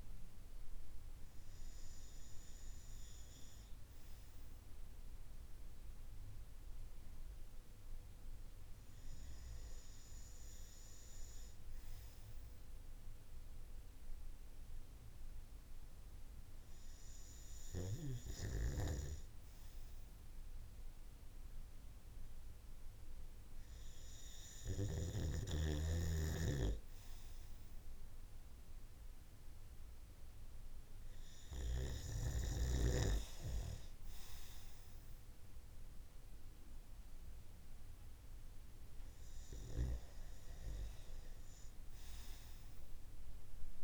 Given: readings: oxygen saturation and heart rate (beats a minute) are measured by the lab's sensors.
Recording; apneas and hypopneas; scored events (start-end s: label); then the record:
breathing in sleep by a room microphone; none
17.50-24.00 s: snoring (device-marked)
From the record:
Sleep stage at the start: REM sleep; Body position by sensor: on the right side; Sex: male